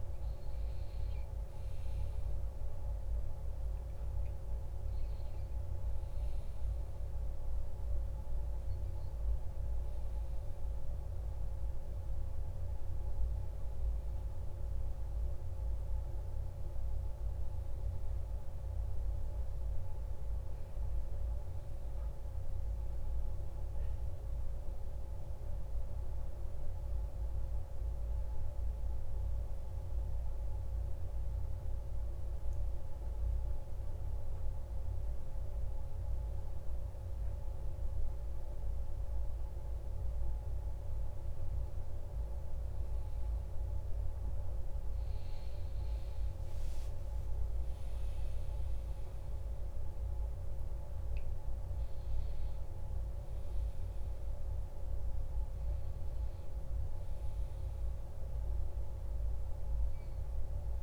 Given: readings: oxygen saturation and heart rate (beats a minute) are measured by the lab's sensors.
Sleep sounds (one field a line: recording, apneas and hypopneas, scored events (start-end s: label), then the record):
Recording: breathing in sleep, hard to hear, by a room microphone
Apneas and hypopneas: 1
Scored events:
24.00-42.50 s: obstructive apnea (oxygen 98% before, 95% lowest, heart rate 54 before, 49 extreme, up 2 after)
45.50-50.50 s: arousal
From the record:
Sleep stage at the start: N1 (lightest sleep)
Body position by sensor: on the back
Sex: male